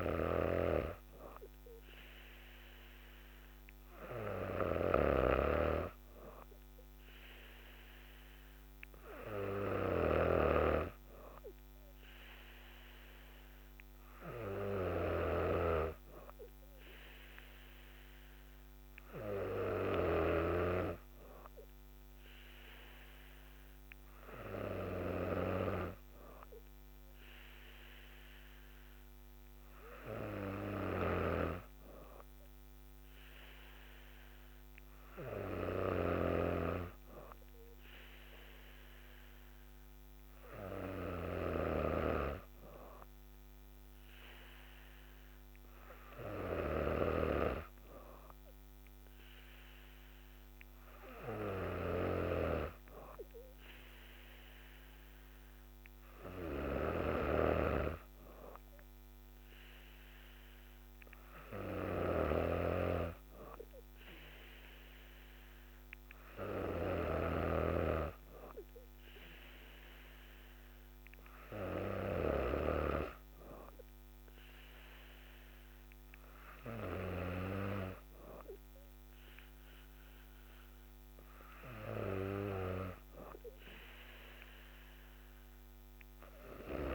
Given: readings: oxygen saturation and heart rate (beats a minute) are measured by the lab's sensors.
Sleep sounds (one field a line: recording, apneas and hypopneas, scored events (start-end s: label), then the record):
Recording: breathing in sleep by a microphone on the trachea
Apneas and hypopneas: none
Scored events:
0.00-67.00 s: snoring (device-marked)
From the record:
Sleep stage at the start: N3 (deep sleep)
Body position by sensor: on the back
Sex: female